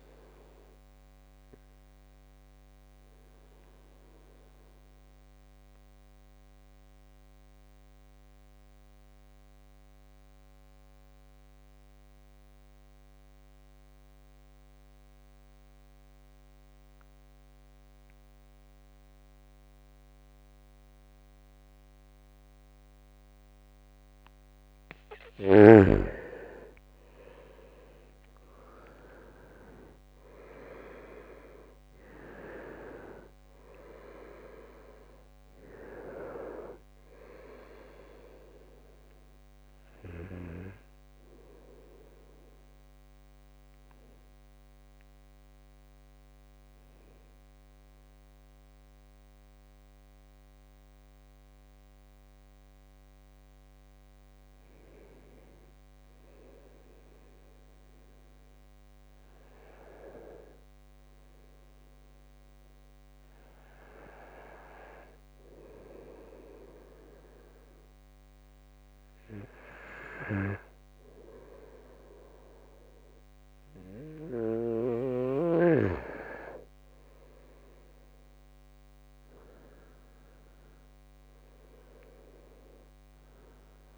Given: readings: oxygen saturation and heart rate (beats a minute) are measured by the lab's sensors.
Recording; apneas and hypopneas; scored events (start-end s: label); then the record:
breathing in sleep by a microphone on the trachea; 3
0.00-15.50 s: oxygen desaturation (device-marked, oxygen 87% lowest, heart rate 63 extreme)
4.50-24.00 s: obstructive apnea (oxygen 98% before, 85% lowest, heart rate 70 before, 62 extreme, up 2 after)
26.50-31.50 s: arousal
26.50-55.50 s: oxygen desaturation (device-marked, oxygen 99% before, 85% lowest, heart rate 68 before, 62 extreme)
42.50-53.00 s: hypopnea (oxygen 99% before, 85% lowest, heart rate 71 before, 68 extreme, up 11 after)
55.50-58.50 s: arousal
62.50-75.00 s: hypopnea (oxygen 98% before, 90% lowest, heart rate 69 before, 69 extreme, up 2 after)
71.50-83.98 s: oxygen desaturation (device-marked, oxygen 99% before, 91% lowest, heart rate 72 before, 68 extreme)
77.00-81.00 s: arousal
From the record:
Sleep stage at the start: N2 (light sleep); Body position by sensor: on the right side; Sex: male